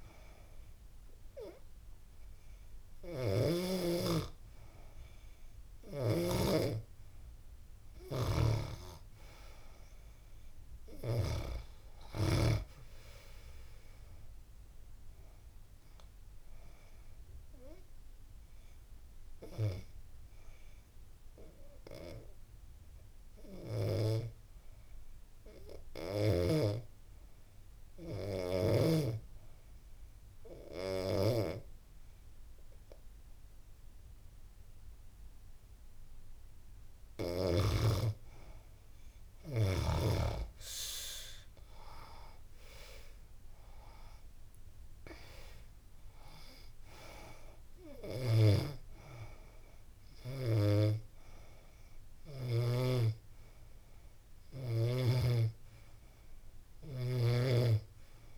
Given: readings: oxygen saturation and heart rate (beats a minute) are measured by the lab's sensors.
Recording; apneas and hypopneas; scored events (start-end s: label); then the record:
breathing in sleep by a room microphone; 1
11.50-14.00 s: arousal
16.50-36.00 s: hypopnea (oxygen 94% before, 85% lowest, heart rate 87 before, 84 extreme, up 1 after)
30.00-57.00 s: oxygen desaturation (device-marked, oxygen 97% before, 85% lowest, heart rate 87 before, 84 extreme)
41.00-44.50 s: arousal
From the record:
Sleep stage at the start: N2 (light sleep); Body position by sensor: on the back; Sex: female